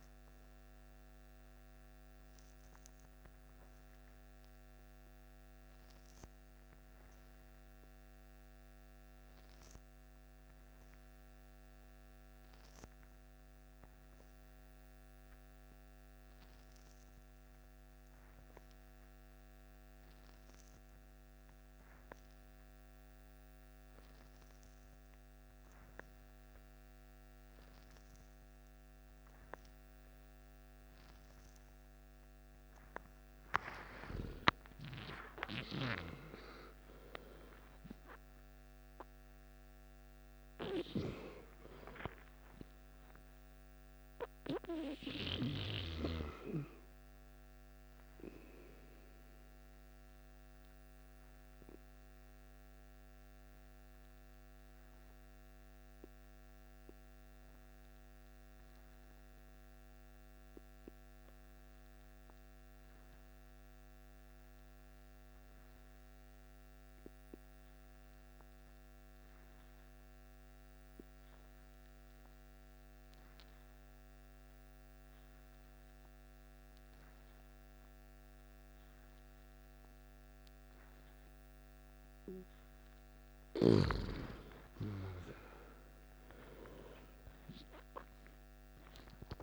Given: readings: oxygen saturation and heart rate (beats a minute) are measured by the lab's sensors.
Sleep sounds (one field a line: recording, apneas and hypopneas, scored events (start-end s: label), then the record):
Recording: breathing in sleep by a microphone on the trachea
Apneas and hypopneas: 2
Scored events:
7.00-33.50 s: obstructive apnea (oxygen 96% before, 89% lowest, heart rate 64 before, 51 extreme, up 14 after)
21.50-61.50 s: oxygen desaturation (device-marked, oxygen 98% before, 89% lowest, heart rate 54 before, 51 extreme)
34.00-38.00 s: arousal
51.00-82.50 s: obstructive apnea (oxygen 96% before, 88% lowest, heart rate 59 before, 52 extreme, up 14 after)
77.50-89.43 s: oxygen desaturation (device-marked, oxygen 97% before, 88% lowest, heart rate 53 before, 51 extreme)
84.50-89.00 s: arousal
From the record:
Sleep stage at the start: N2 (light sleep)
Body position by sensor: on the back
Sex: male